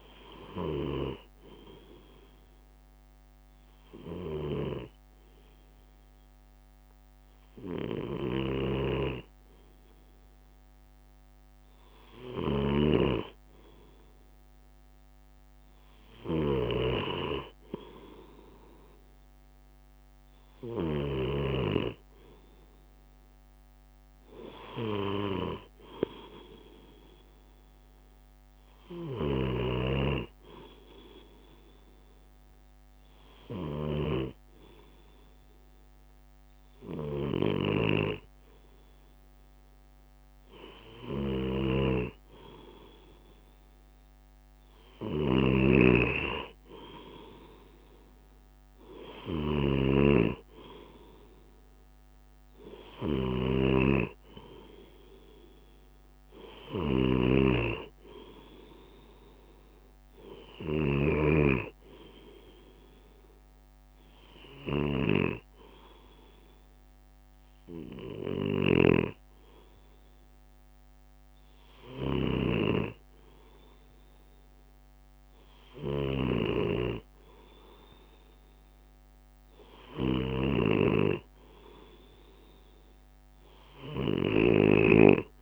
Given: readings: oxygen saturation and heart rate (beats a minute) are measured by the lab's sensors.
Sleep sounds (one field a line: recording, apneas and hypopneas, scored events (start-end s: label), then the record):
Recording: breathing in sleep by a microphone on the trachea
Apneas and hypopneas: 1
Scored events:
1.50-13.00 s: hypopnea (oxygen 97% before, 94% lowest, heart rate 61 before, 56 extreme, up 7 after)
15.50-19.00 s: arousal
From the record:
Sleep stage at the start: N2 (light sleep)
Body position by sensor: on the left side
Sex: male